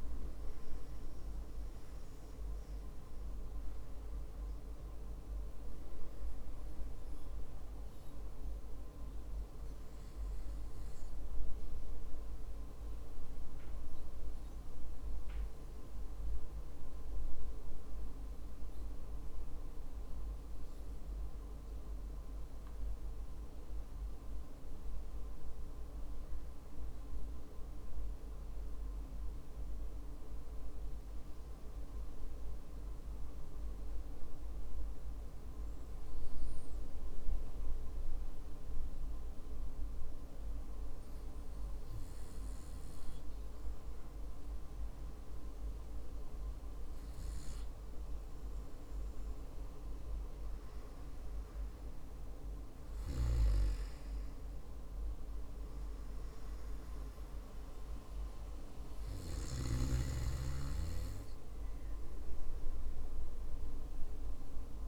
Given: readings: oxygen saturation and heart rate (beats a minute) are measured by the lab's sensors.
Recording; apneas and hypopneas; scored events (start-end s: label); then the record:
breathing in sleep, hard to hear, by a room microphone; 1
0.00-5.00 s: oxygen desaturation (device-marked, oxygen 93% lowest, heart rate 51 extreme)
15.50-48.50 s: hypopnea (oxygen 96% before, 93% lowest, heart rate 57 before, 51 extreme, up 4 after)
50.00-53.50 s: arousal
From the record:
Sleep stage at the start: N2 (light sleep); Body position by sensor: on the back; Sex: male